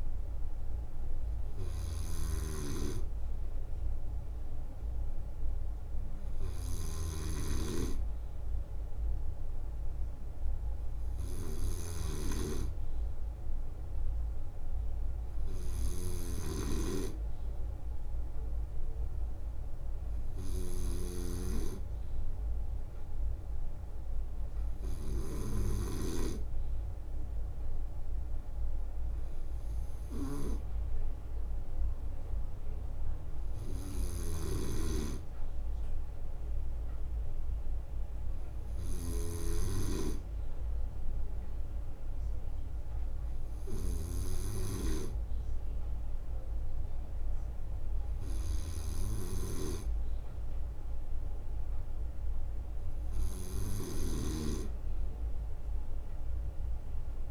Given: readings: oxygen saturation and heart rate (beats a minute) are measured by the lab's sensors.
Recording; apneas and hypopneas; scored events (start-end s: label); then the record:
breathing in sleep by a room microphone; none
0.00-25.00 s: snoring (device-marked)
11.00-13.00 s: leg movement (device-marked)
15.50-19.50 s: leg movement (device-marked)
19.50-20.50 s: leg movement (device-marked)
21.50-25.00 s: leg movement (device-marked)
33.50-36.00 s: leg movement (device-marked)
33.50-57.31 s: snoring (device-marked)
38.50-47.00 s: leg movement (device-marked)
51.50-57.31 s: leg movement (device-marked)
From the record:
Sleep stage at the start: N2 (light sleep); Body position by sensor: on the right side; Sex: male